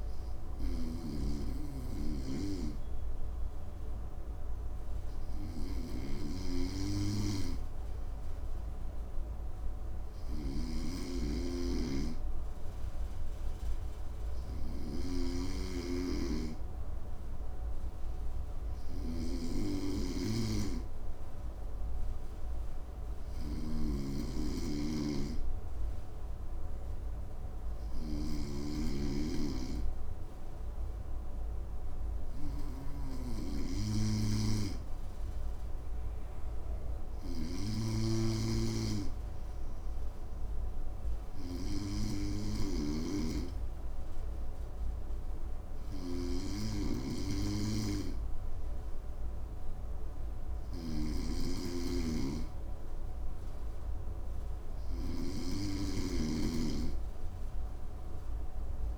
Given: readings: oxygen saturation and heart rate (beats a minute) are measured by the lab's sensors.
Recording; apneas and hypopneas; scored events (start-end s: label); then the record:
breathing in sleep by a room microphone; none
0.00-58.98 s: snoring (device-marked)
From the record:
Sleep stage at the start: N2 (light sleep); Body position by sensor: on the right side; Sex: male